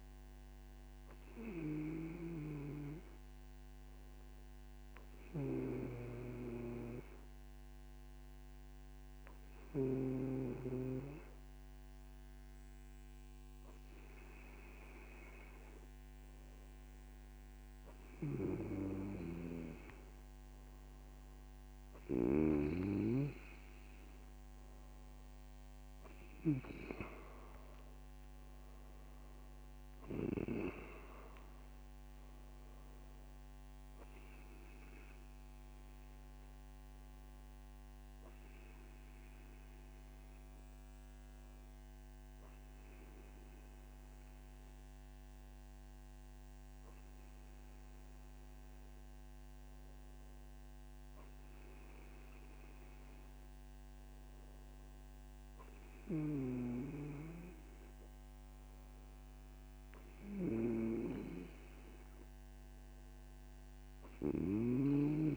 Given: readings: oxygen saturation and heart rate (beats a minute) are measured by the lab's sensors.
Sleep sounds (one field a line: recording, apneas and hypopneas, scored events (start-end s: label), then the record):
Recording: breathing in sleep by a microphone on the trachea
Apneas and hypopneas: 1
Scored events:
41.50-57.00 s: hypopnea (oxygen 94% before, 94% lowest, heart rate 60 before, 58 extreme, up 2 after)
From the record:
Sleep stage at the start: N2 (light sleep)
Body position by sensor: on the right side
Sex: male